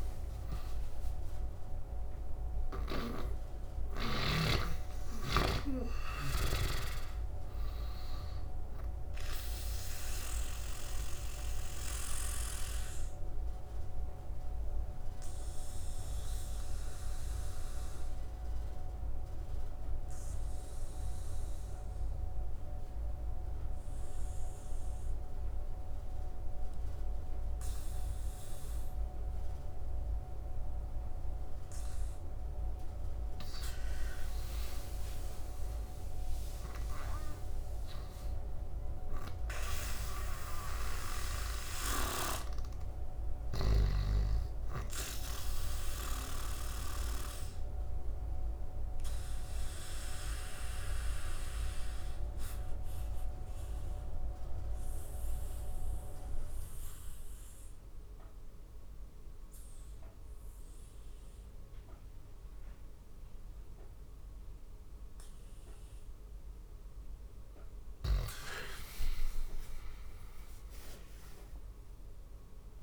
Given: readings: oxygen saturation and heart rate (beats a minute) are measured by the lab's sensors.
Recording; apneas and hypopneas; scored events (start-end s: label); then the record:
breathing in sleep by a room microphone; 2
0.00-27.50 s: oxygen desaturation (device-marked, oxygen 76% lowest, heart rate 70 extreme)
10.00-32.00 s: obstructive apnea (oxygen 100% before, 76% lowest, heart rate 81 before, 70 extreme, up 10 after)
33.50-37.00 s: arousal
35.50-60.50 s: oxygen desaturation (device-marked, oxygen 100% before, 83% lowest, heart rate 74 before, 72 extreme)
43.50-47.00 s: snoring (device-marked)
45.00-66.00 s: obstructive apnea (oxygen 100% before, 83% lowest, heart rate 76 before, 72 extreme, up 10 after)
68.00-72.83 s: arousal
From the record:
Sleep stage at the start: N2 (light sleep); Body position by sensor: on the back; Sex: male